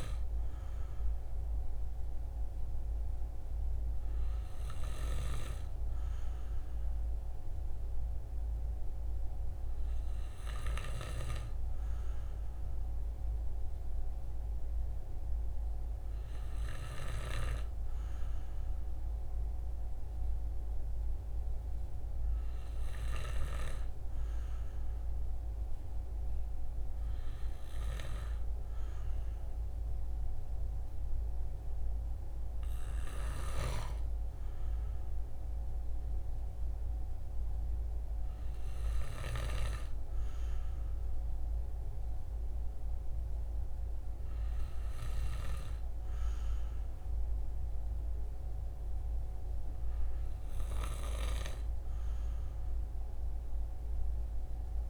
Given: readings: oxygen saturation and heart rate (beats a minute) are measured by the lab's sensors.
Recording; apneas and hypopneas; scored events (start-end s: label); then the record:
breathing in sleep by a room microphone; none
none scored
From the record:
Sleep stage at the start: N2 (light sleep); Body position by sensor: on the right side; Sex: male